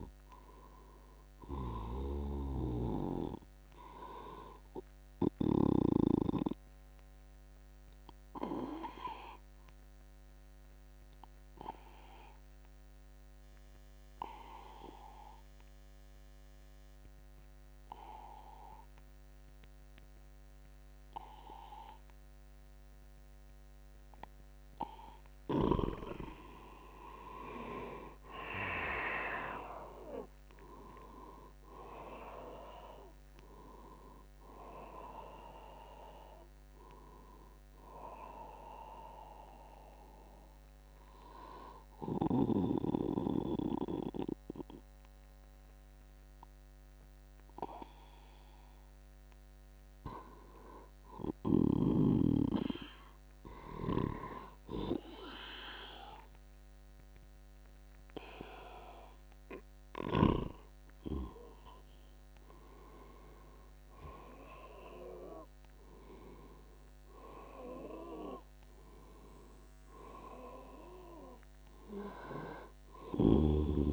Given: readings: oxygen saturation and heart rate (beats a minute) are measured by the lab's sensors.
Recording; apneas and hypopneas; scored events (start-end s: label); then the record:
breathing in sleep by a microphone on the trachea; 2
0.00-13.00 s: oxygen desaturation (device-marked, oxygen 91% lowest, heart rate 72 extreme)
6.00-25.00 s: obstructive apnea (oxygen 97% before, 87% lowest, heart rate 80 before, 65 extreme, up 5 after)
22.00-53.00 s: oxygen desaturation (device-marked, oxygen 99% before, 87% lowest, heart rate 82 before, 65 extreme)
27.00-31.00 s: arousal
38.50-50.00 s: obstructive apnea (oxygen 99% before, 87% lowest, heart rate 80 before, 65 extreme, up 15 after)
50.50-54.00 s: arousal
From the record:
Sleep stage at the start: N2 (light sleep); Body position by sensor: on the back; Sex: male